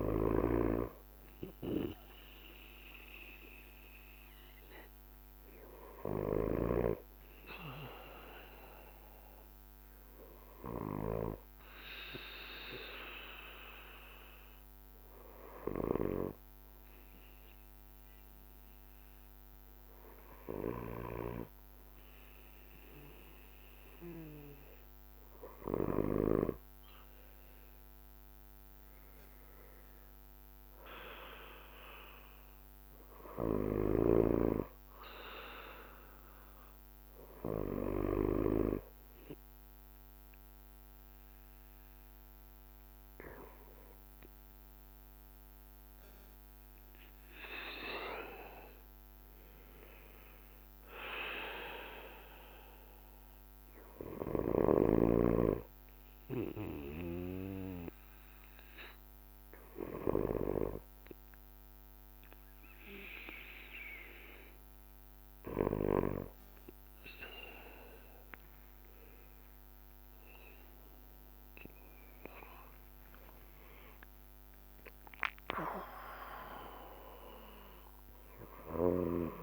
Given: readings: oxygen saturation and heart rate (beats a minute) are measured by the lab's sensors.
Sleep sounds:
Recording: breathing in sleep by a microphone on the trachea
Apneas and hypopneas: 2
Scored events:
0.00-79.43 s: bradycardia (device-marked)
8.50-23.50 s: obstructive apnea (oxygen 94% before, 91% lowest, heart rate 54 before, 50 extreme, up 1 after)
27.50-31.00 s: arousal
40.50-52.50 s: obstructive apnea (oxygen 93% before, 91% lowest, heart rate 54 before, 50 extreme, up 5 after)
71.50-75.50 s: arousal
From the record:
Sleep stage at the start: N2 (light sleep)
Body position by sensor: on the back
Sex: male

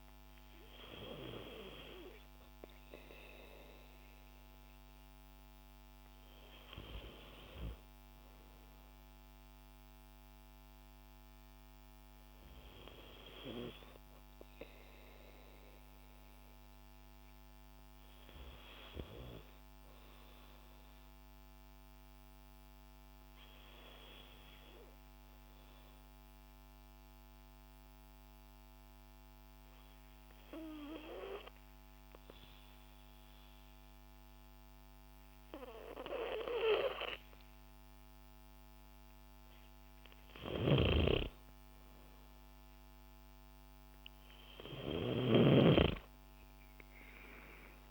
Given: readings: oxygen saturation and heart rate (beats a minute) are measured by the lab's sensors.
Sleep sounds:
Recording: breathing in sleep by a microphone on the trachea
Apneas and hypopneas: 1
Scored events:
0.00-11.50 s: oxygen desaturation (device-marked, oxygen 90% lowest, heart rate 55 extreme)
18.00-21.50 s: arousal
25.50-38.50 s: obstructive apnea (oxygen 96% before, 90% lowest, heart rate 57 before, 55 extreme, up 7 after)
38.50-47.90 s: oxygen desaturation (device-marked, oxygen 96% before, 90% lowest, heart rate 57 before, 55 extreme)
40.50-44.50 s: arousal
From the record:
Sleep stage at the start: N2 (light sleep)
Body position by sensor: on the back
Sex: female

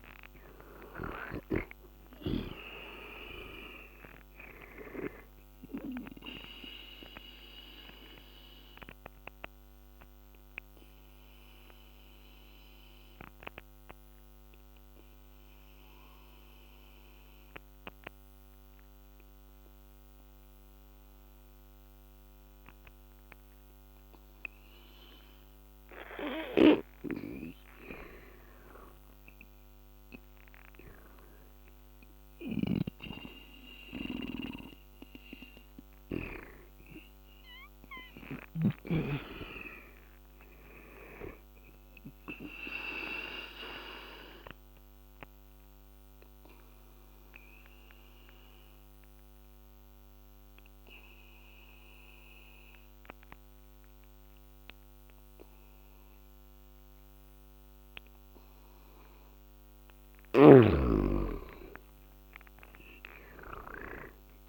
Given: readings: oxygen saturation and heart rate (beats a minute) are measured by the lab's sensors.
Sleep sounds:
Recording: breathing in sleep by a microphone on the trachea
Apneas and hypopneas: 2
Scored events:
0.00-1.50 s: arousal
0.50-2.50 s: long interval between heartbeats (device-marked, heart rate 81 before, 114 extreme)
6.00-25.50 s: obstructive apnea (oxygen 97% before, 85% lowest, heart rate 91 before, 74 extreme, up 11 after)
12.00-18.00 s: oxygen desaturation (device-marked, oxygen 95% before, 90% lowest, heart rate 92 before, 74 extreme)
20.00-29.00 s: oxygen desaturation (device-marked, oxygen 95% before, 85% lowest, heart rate 90 before, 74 extreme)
32.00-36.00 s: snoring (device-marked)
34.50-40.00 s: arousal
43.00-58.00 s: obstructive apnea (oxygen 98% before, 88% lowest, heart rate 84 before, 74 extreme, up 14 after)
48.00-54.00 s: oxygen desaturation (device-marked, oxygen 96% before, 91% lowest, heart rate 86 before, 79 extreme)
60.00-63.50 s: arousal
From the record:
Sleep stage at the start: N2 (light sleep)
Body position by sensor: on the back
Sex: male

